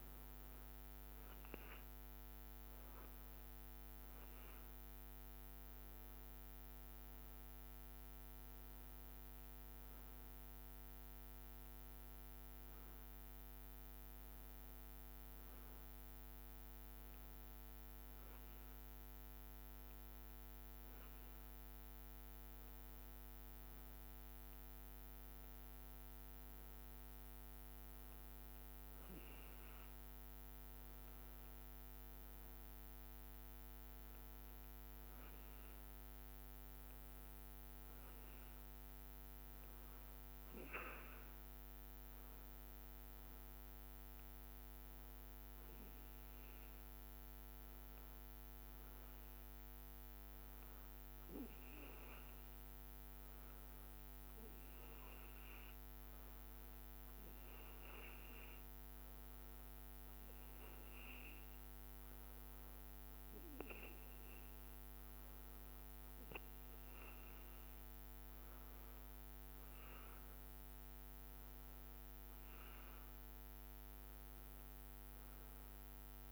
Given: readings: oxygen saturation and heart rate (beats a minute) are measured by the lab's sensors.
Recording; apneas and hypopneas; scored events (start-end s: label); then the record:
breathing in sleep, hard to hear, by a microphone on the trachea; none
0.00-3.00 s: arousal
37.50-41.50 s: arousal
58.50-76.32 s: new sleep stage, N2 (light sleep)
64.50-66.50 s: long interval between heartbeats (device-marked, heart rate 66 before, 67 extreme)
From the record:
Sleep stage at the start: N1 (lightest sleep); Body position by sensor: on the back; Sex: male